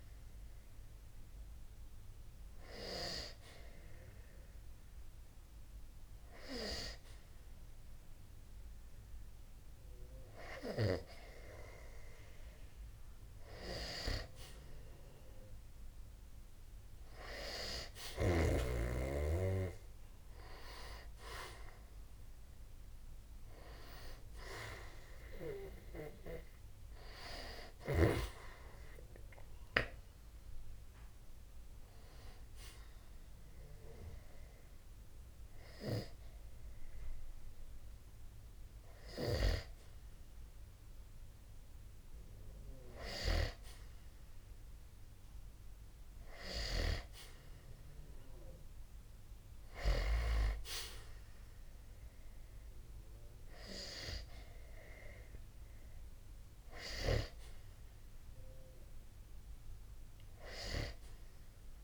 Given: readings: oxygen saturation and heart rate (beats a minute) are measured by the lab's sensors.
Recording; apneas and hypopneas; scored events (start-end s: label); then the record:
breathing in sleep by a room microphone; 1
25.50-29.50 s: arousal
32.50-43.00 s: hypopnea (oxygen 95% before, 92% lowest, heart rate 64 before, 60 extreme, up 0 after)
46.00-50.00 s: arousal
From the record:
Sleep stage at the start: N2 (light sleep); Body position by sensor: on the back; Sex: male